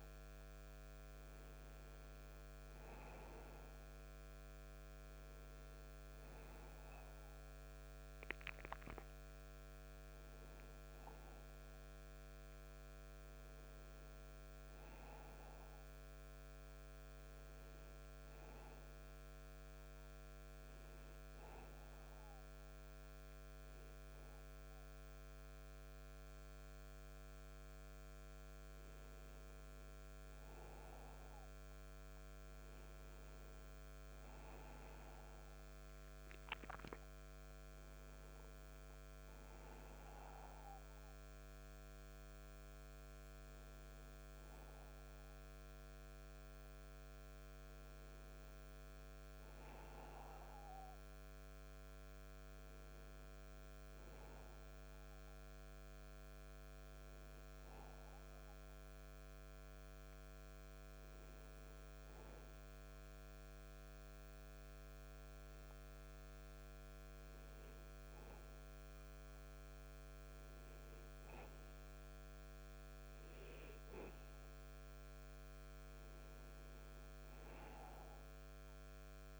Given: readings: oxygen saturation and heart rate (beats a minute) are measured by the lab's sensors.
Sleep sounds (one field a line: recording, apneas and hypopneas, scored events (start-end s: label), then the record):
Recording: breathing in sleep, hard to hear, by a microphone on the trachea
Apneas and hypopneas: 1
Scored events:
54.50-58.00 s: arousal
62.50-73.50 s: hypopnea (oxygen 97% before, 94% lowest, heart rate 84 before, 79 extreme, up 21 after)
76.50-79.40 s: arousal
From the record:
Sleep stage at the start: N2 (light sleep)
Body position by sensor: on the back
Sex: male